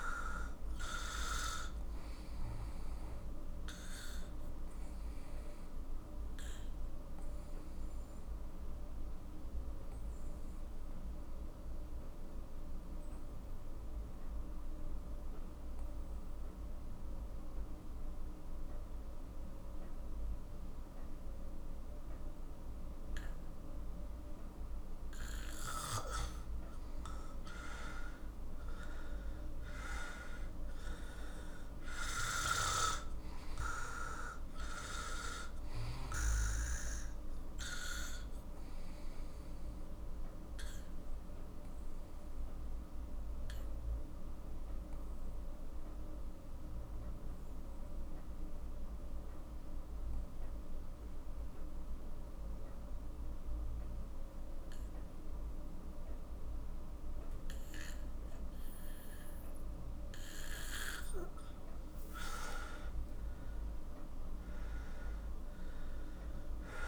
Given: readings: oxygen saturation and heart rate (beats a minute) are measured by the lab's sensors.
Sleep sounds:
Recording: breathing in sleep by a room microphone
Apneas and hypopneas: 2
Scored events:
0.00-15.00 s: oxygen desaturation (device-marked, oxygen 92% lowest, heart rate 40 extreme)
4.00-25.50 s: obstructive apnea (oxygen 98% before, 92% lowest, heart rate 53 before, 40 extreme, up 15 after)
27.00-31.00 s: arousal
28.00-50.00 s: oxygen desaturation (device-marked, oxygen 97% before, 92% lowest, heart rate 46 before, 44 extreme)
39.00-61.50 s: obstructive apnea (oxygen 97% before, 91% lowest, heart rate 54 before, 42 extreme, up 16 after)
63.00-66.87 s: arousal
63.00-66.87 s: oxygen desaturation (device-marked, oxygen 97% before, 92% lowest, heart rate 46 before, 42 extreme)
From the record:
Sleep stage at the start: N2 (light sleep)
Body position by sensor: on the back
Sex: male

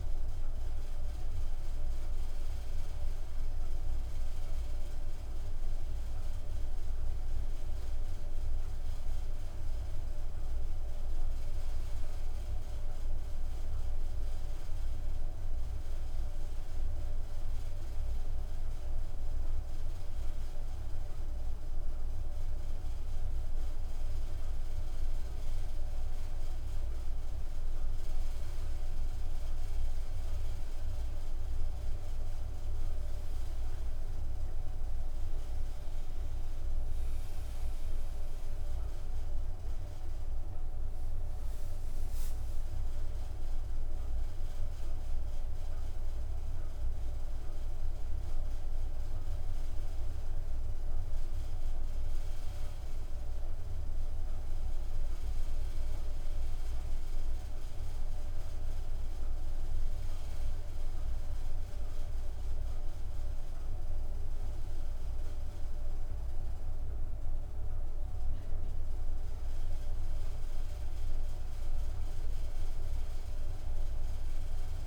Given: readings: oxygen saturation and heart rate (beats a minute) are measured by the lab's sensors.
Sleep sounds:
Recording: breathing in sleep, hard to hear, by a room microphone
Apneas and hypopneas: none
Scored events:
38.50-41.00 s: arousal
From the record:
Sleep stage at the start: N2 (light sleep)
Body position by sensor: on the back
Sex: female

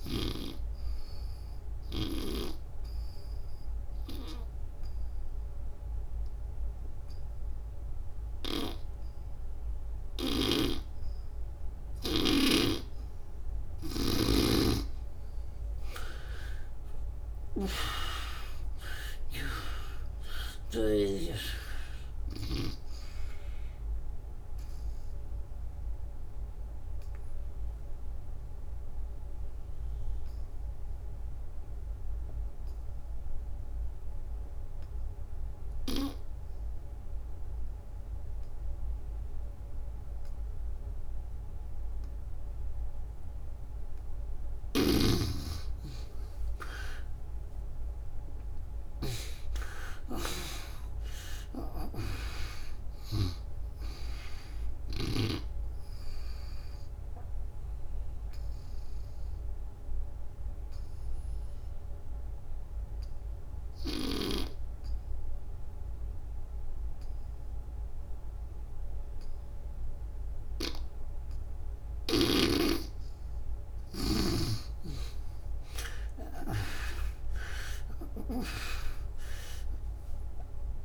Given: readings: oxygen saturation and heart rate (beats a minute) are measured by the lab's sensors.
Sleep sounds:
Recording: breathing in sleep by a room microphone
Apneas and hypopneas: 3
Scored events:
0.00-10.00 s: oxygen desaturation (device-marked, oxygen 84% lowest, heart rate 66 extreme)
0.50-12.50 s: obstructive apnea (oxygen 98% before, 75% lowest, heart rate 83 before, 66 extreme, up 27 after)
12.00-21.00 s: snoring (device-marked)
14.50-18.00 s: arousal
23.00-41.00 s: oxygen desaturation (device-marked, oxygen 91% before, 77% lowest, heart rate 79 before, 65 extreme)
23.00-43.50 s: obstructive apnea (oxygen 92% before, 75% lowest, heart rate 79 before, 63 extreme, up 44 after)
45.50-49.00 s: arousal
54.00-65.00 s: oxygen desaturation (device-marked, oxygen 95% before, 75% lowest, heart rate 79 before, 62 extreme)
55.00-72.00 s: obstructive apnea (oxygen 97% before, 75% lowest, heart rate 81 before, 62 extreme, up 52 after)
74.00-77.50 s: arousal
76.00-80.85 s: oxygen desaturation (device-marked, oxygen 97% before, 78% lowest, heart rate 75 before, 65 extreme)
From the record:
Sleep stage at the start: N2 (light sleep)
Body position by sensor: on the back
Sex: female

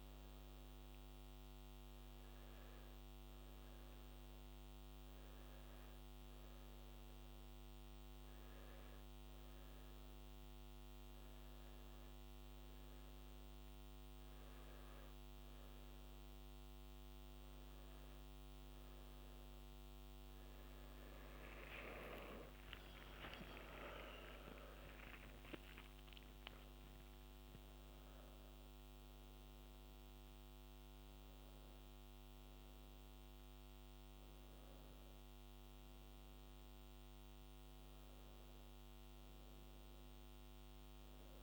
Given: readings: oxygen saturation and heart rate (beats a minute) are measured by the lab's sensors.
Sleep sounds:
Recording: breathing in sleep, hard to hear, by a microphone on the trachea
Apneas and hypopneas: none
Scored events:
22.50-24.50 s: long interval between heartbeats (device-marked, heart rate 70 before, 83 extreme)
23.00-26.50 s: arousal
From the record:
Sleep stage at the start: N2 (light sleep)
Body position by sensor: on the back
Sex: male

